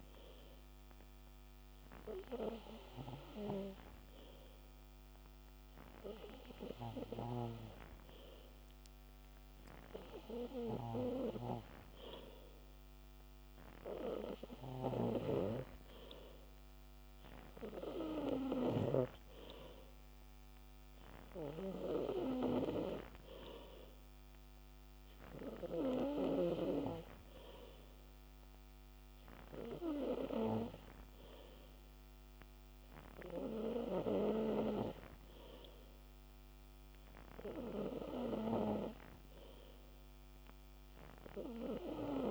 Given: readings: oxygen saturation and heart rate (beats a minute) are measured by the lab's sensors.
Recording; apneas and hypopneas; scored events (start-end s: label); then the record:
breathing in sleep by a microphone on the trachea; none
none scored
From the record:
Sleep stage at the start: N3 (deep sleep); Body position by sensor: on the back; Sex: male